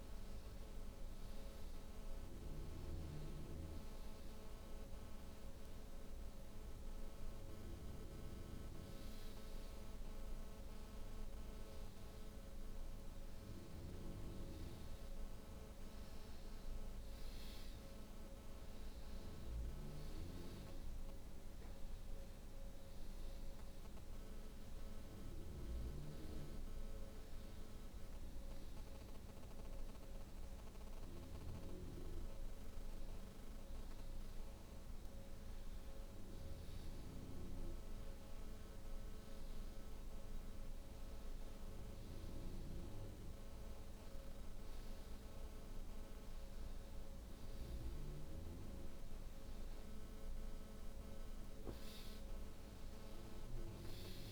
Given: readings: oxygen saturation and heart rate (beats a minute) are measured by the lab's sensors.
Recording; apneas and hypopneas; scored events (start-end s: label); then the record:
breathing in sleep, hard to hear, by a room microphone; none
none scored
From the record:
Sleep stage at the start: N2 (light sleep); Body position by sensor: on the back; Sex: female